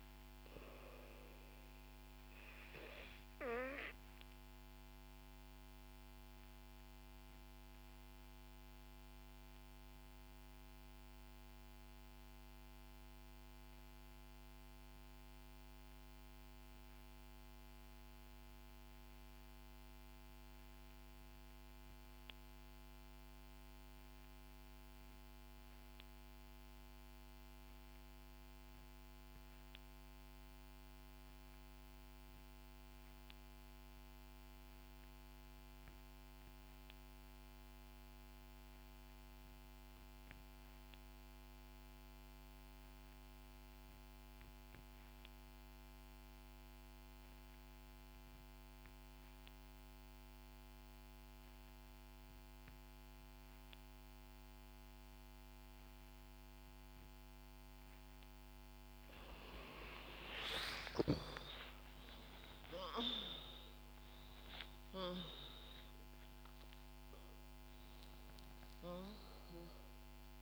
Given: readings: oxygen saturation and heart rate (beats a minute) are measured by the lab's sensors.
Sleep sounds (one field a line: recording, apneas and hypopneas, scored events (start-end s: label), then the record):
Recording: breathing in sleep by a microphone on the trachea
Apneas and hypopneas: 1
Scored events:
0.00-15.00 s: oxygen desaturation (device-marked, oxygen 87% lowest, heart rate 61 extreme)
3.00-57.00 s: obstructive apnea (oxygen 96% before, 65% lowest, heart rate 65 before, 61 extreme, up 10 after)
25.00-70.42 s: oxygen desaturation (device-marked, oxygen 88% before, 65% lowest, heart rate 64 before, 65 extreme)
48.00-70.42 s: new sleep stage, N2 (light sleep)
59.50-65.50 s: arousal
60.50-70.42 s: snoring (device-marked)
From the record:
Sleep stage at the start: REM sleep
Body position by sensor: on the back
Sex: female